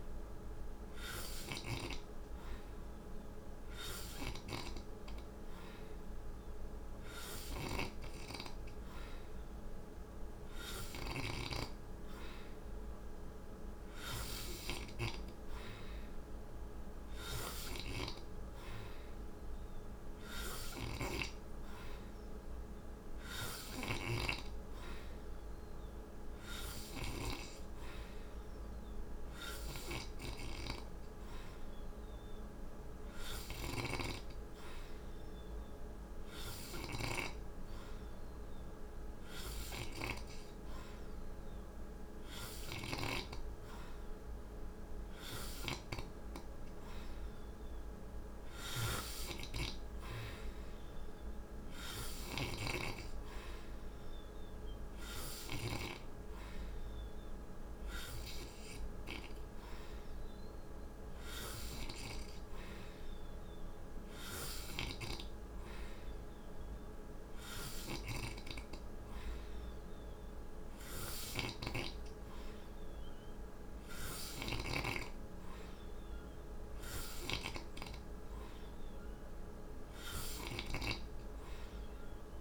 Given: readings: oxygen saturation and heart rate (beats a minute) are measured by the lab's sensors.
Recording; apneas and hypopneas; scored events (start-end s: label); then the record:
breathing in sleep by a room microphone; none
20.00-23.50 s: snoring (device-marked)
33.00-52.00 s: snoring (device-marked)
67.00-82.41 s: snoring (device-marked)
From the record:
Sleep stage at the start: N3 (deep sleep); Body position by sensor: on the right side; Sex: male